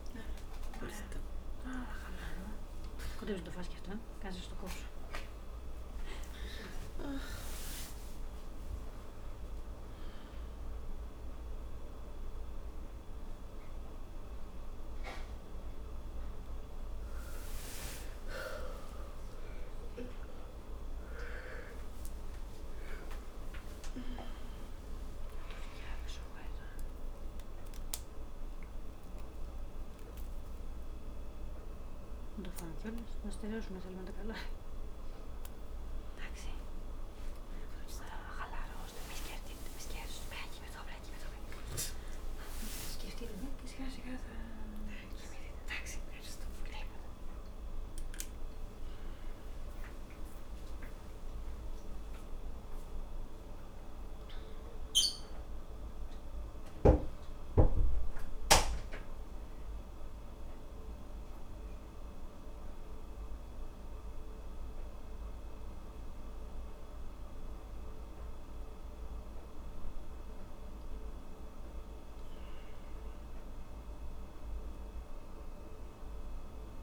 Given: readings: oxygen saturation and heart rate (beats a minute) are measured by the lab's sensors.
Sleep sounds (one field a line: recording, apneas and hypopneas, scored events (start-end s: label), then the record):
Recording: a person awake in a sleep study, by a room microphone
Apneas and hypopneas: none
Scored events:
5.50-19.50 s: oxygen desaturation (device-marked, oxygen 97% before, 93% lowest, heart rate 84 before, 77 extreme)
48.50-52.50 s: oxygen desaturation (device-marked, oxygen 98% before, 94% lowest, heart rate 85 before, 75 extreme)
52.50-76.83 s: new sleep stage, N1 (lightest sleep)
From the record:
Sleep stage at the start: awake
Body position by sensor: on the back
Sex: female